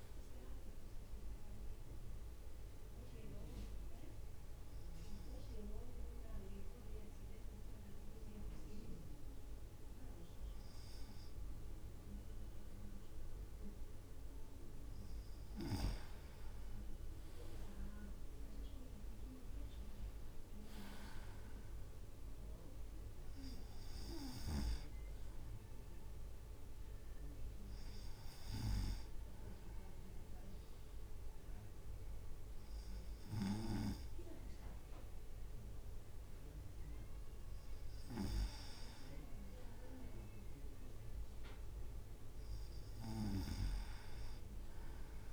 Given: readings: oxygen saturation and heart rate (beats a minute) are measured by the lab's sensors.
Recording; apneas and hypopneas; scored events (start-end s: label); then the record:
breathing in sleep by a room microphone; 2
2.50-15.00 s: obstructive apnea (oxygen 98% before, 96% lowest, heart rate 58 before, 52 extreme, up 3 after)
16.50-20.00 s: arousal
18.50-21.00 s: leg movement (device-marked)
28.50-39.00 s: hypopnea (oxygen 98% before, 97% lowest, heart rate 56 before, 54 extreme, up 3 after)
40.50-43.50 s: arousal
From the record:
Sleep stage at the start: N2 (light sleep); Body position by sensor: on the right side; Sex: male